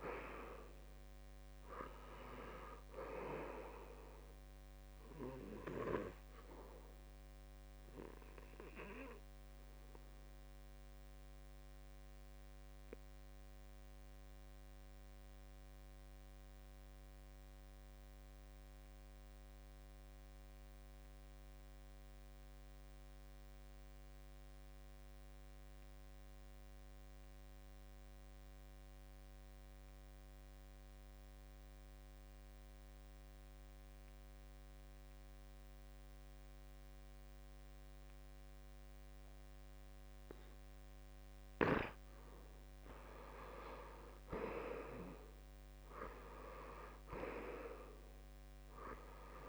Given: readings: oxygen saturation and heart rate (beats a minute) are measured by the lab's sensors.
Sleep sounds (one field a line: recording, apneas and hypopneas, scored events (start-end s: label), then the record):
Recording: breathing in sleep by a microphone on the trachea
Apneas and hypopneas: 1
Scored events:
0.00-2.50 s: arousal
0.00-23.50 s: oxygen desaturation (device-marked, oxygen 78% lowest, heart rate 66 extreme)
9.50-41.50 s: obstructive apnea (oxygen 96% before, 78% lowest, heart rate 74 before, 65 extreme, up 7 after)
34.50-49.49 s: oxygen desaturation (device-marked, oxygen 97% before, 78% lowest, heart rate 68 before, 65 extreme)
43.50-46.50 s: arousal
From the record:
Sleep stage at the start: N2 (light sleep)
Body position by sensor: on the back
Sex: male